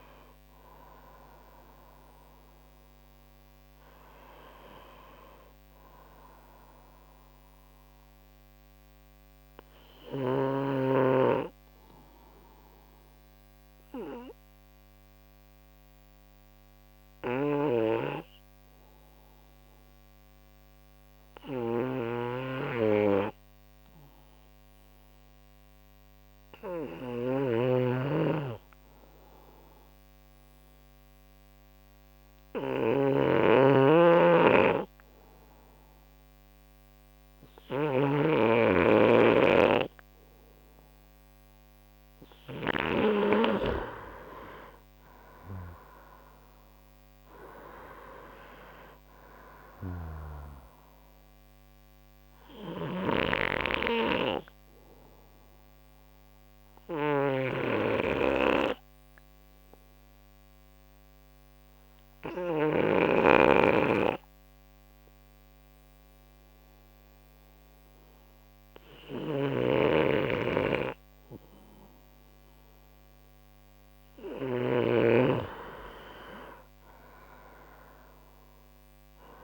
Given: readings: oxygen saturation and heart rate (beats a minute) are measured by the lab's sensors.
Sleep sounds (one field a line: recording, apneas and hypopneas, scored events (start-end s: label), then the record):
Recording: breathing in sleep by a microphone on the trachea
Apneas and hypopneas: 2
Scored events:
5.50-23.50 s: oxygen desaturation (device-marked, oxygen 95% before, 90% lowest, heart rate 71 before, 61 extreme)
9.00-42.00 s: obstructive apnea (oxygen 95% before, 90% lowest, heart rate 71 before, 61 extreme, up 5 after)
22.00-38.50 s: snoring (device-marked)
41.50-75.50 s: oxygen desaturation (device-marked, oxygen 96% before, 91% lowest, heart rate 67 before, 63 extreme)
45.00-48.50 s: arousal
52.50-73.50 s: obstructive apnea (oxygen 97% before, 91% lowest, heart rate 70 before, 63 extreme, up 10 after)
53.00-63.50 s: snoring (device-marked)
69.50-75.50 s: snoring (device-marked)
77.00-79.44 s: arousal
From the record:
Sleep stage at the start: N2 (light sleep)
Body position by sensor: on the right side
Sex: male